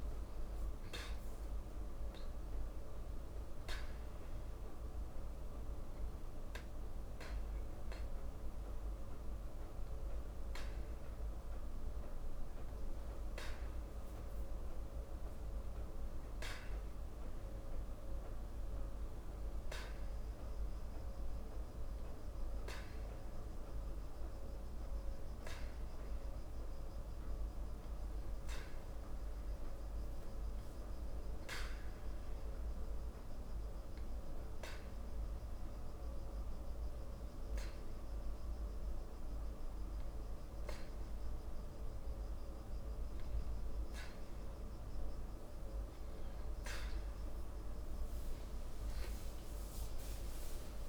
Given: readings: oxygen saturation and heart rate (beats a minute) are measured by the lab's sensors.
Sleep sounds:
breathing in sleep, hard to hear, by a room microphone; 2
0.00-6.50 s: oxygen desaturation (device-marked, oxygen 89% lowest, heart rate 54 extreme)
2.00-14.00 s: hypopnea (oxygen 96% before, 91% lowest, heart rate 55 before, 54 extreme, up 1 after)
16.00-20.00 s: arousal
32.00-44.50 s: hypopnea (oxygen 95% before, 91% lowest, heart rate 55 before, 54 extreme)
48.00-50.89 s: arousal
From the record:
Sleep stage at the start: N2 (light sleep); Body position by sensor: on the back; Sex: male

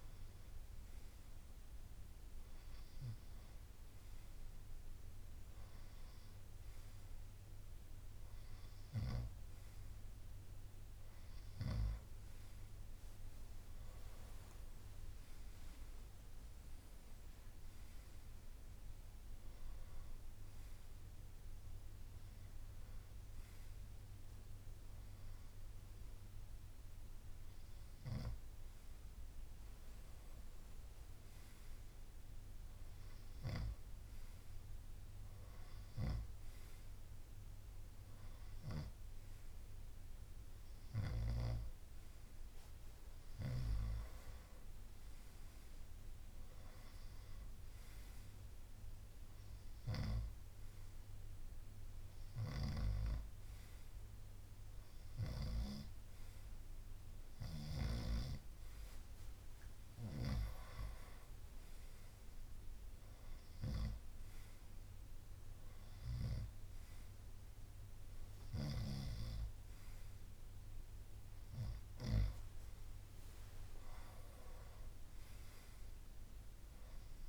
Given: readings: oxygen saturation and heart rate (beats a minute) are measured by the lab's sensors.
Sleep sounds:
breathing in sleep by a room microphone; none
14.00-25.00 s: drop in pulse transit time (device-marked, heart rate 66 before, 66 extreme)
67.00-69.00 s: long interval between heartbeats (device-marked, heart rate 72 before, 81 extreme)
From the record:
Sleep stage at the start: N2 (light sleep); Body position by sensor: on the right side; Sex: male

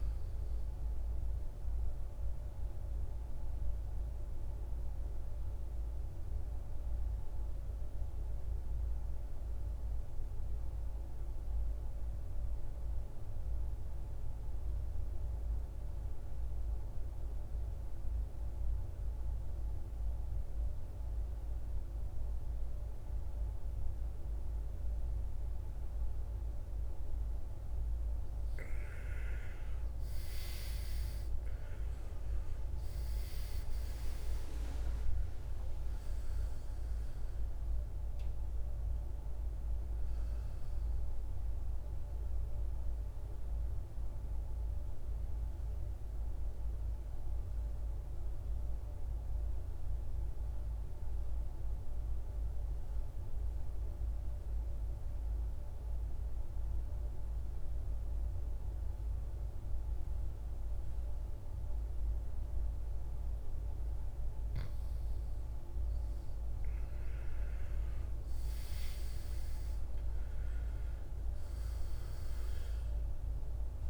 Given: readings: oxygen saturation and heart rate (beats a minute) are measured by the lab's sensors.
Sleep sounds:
breathing in sleep, hard to hear, by a room microphone; 2
0.00-14.00 s: oxygen desaturation (device-marked, oxygen 80% lowest, heart rate 51 extreme)
1.50-27.00 s: mixed apnea (oxygen 99% before, 80% lowest, heart rate 67 before, 51 extreme, up 21 after)
29.00-55.00 s: oxygen desaturation (device-marked, oxygen 98% before, 82% lowest, heart rate 53 before, 49 extreme)
30.00-33.00 s: arousal
42.00-63.50 s: mixed apnea (oxygen 98% before, 82% lowest, heart rate 65 before, 49 extreme, up 19 after)
65.00-69.00 s: arousal
69.00-73.90 s: oxygen desaturation (device-marked, oxygen 98% before, 87% lowest, heart rate 53 before, 52 extreme)
From the record:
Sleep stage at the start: N2 (light sleep); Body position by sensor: on the back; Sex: male

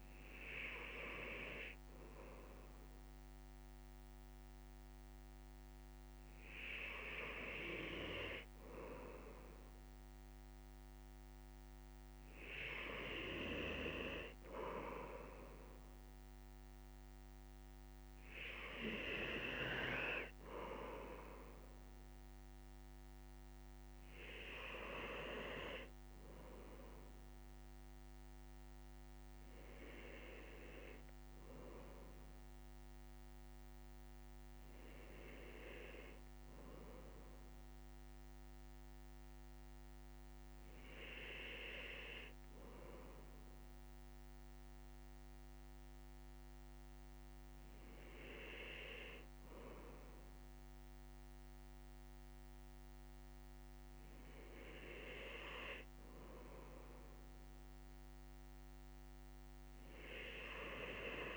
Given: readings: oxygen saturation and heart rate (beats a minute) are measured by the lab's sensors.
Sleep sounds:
breathing in sleep by a microphone on the trachea; none
none scored
From the record:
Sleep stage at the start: N2 (light sleep); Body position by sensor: on the left side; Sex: male

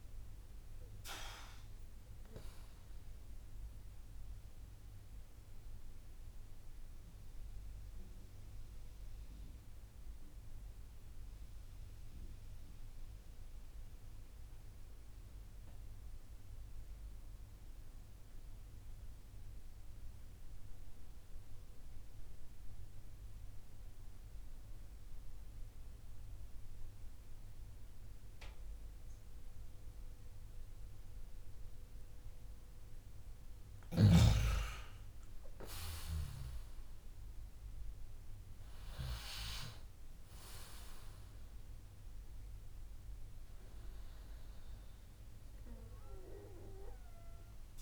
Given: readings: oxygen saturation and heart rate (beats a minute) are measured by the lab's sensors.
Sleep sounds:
breathing in sleep by a room microphone; 1
3.50-32.50 s: mixed apnea (oxygen 95% before, 92% lowest)
34.00-38.50 s: arousal
From the record:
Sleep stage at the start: N2 (light sleep); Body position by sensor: on the back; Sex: male

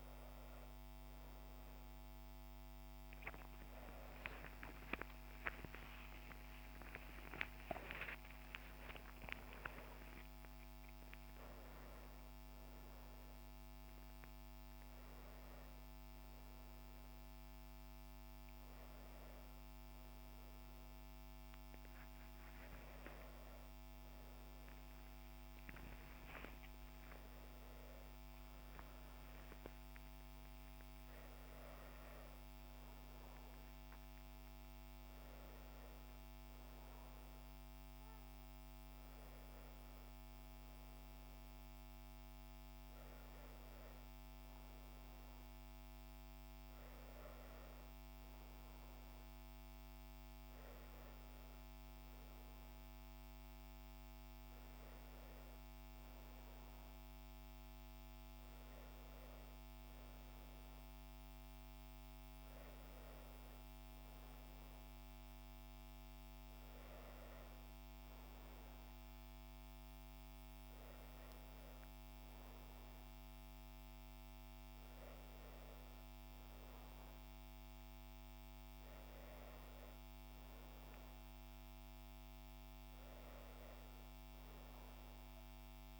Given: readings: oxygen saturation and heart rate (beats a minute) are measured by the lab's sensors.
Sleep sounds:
a person partly awake in a sleep study, hard to hear, by a microphone on the trachea; none
33.50-86.00 s: new sleep stage, N1 (lightest sleep)
From the record:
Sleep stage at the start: awake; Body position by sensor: on the back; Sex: female

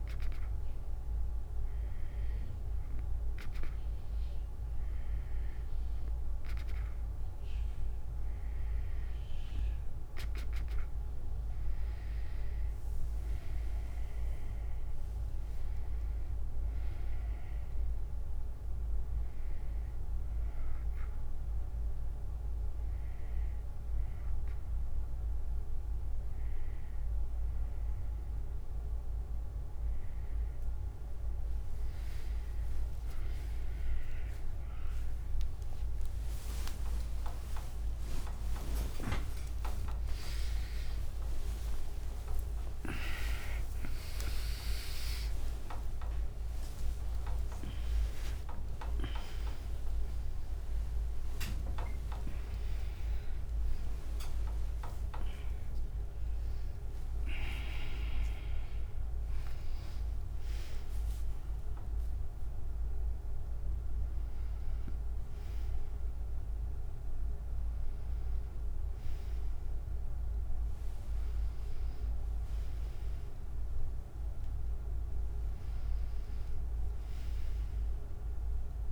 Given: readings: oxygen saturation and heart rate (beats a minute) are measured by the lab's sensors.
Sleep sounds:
a person partly awake in a sleep study, by a room microphone; none
13.00-24.00 s: drop in pulse transit time (device-marked, heart rate 75 before, 69 extreme)
13.00-43.00 s: new sleep stage, N1 (lightest sleep)
33.00-50.00 s: tachycardia (device-marked, heart rate 76 before, 176 extreme)
39.00-49.00 s: oxygen desaturation (device-marked, oxygen 96% before, 92% lowest, heart rate 85 before, 75 extreme)
39.00-52.00 s: drop in pulse transit time (device-marked, heart rate 85 before, 119 extreme)
43.00-73.00 s: new sleep stage, awake
54.00-61.00 s: drop in pulse transit time (device-marked, heart rate 136 before, 78 extreme)
73.00-78.92 s: new sleep stage, N1 (lightest sleep)
From the record:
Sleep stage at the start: N2 (light sleep); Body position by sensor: on the back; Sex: female

